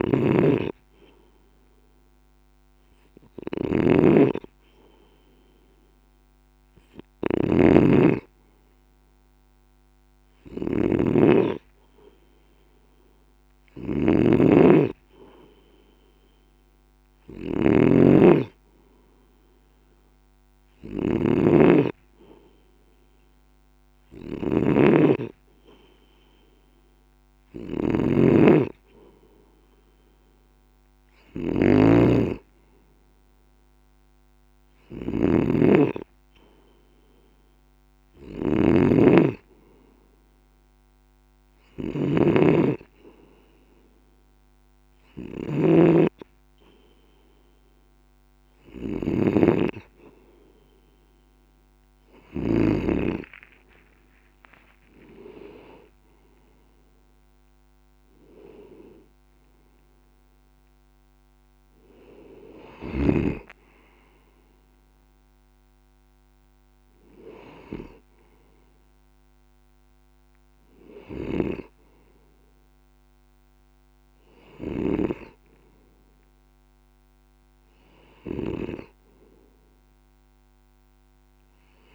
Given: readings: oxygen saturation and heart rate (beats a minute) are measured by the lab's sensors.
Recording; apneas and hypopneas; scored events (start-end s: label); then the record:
breathing in sleep by a microphone on the trachea; none
0.00-52.50 s: snoring (device-marked)
52.50-56.00 s: arousal
78.00-81.95 s: snoring (device-marked)
From the record:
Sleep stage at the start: N2 (light sleep); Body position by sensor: on the left side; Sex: male